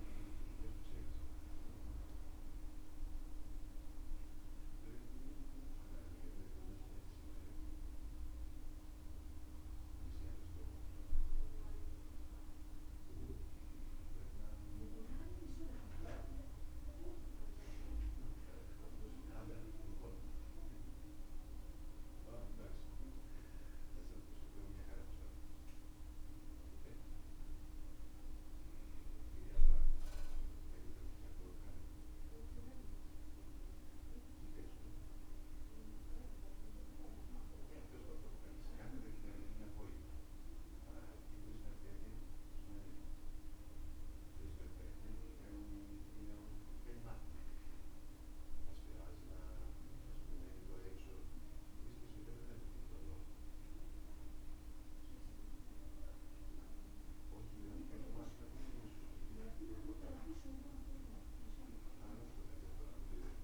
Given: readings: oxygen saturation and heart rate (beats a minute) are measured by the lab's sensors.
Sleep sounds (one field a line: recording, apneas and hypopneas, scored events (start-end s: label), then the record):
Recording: breathing in sleep by a room microphone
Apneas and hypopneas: 1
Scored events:
0.00-10.50 s: oxygen desaturation (device-marked, oxygen 89% lowest, heart rate 63 extreme)
1.00-11.00 s: central apnea (oxygen 94% before, 89% lowest, heart rate 72 before, 63 extreme, up 3 after)
12.00-16.50 s: arousal
51.50-63.44 s: new sleep stage, N2 (light sleep)
From the record:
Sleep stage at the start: N1 (lightest sleep)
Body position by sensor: on the back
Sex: male